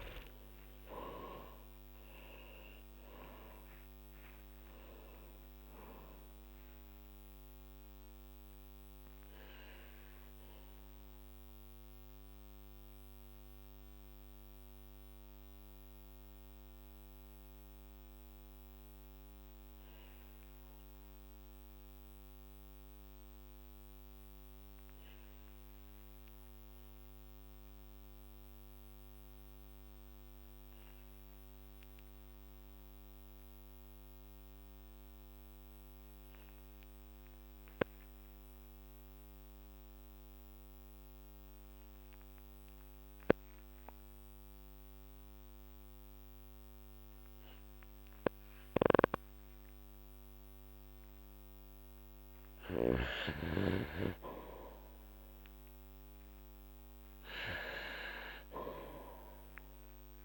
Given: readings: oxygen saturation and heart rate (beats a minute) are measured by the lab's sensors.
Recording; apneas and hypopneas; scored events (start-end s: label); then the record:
breathing in sleep by a microphone on the trachea; 1
0.00-5.00 s: arousal
1.00-3.00 s: long interval between heartbeats (device-marked, heart rate 52 before, 90 extreme)
12.00-51.00 s: mixed apnea (oxygen 98% before, 94% lowest, heart rate 76 before, 46 extreme, up 9 after)
36.00-43.00 s: oxygen desaturation (device-marked, oxygen 98% before, 94% lowest, heart rate 51 before, 51 extreme)
53.50-57.50 s: arousal
From the record:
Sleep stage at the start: N2 (light sleep); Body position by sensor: on the back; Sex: male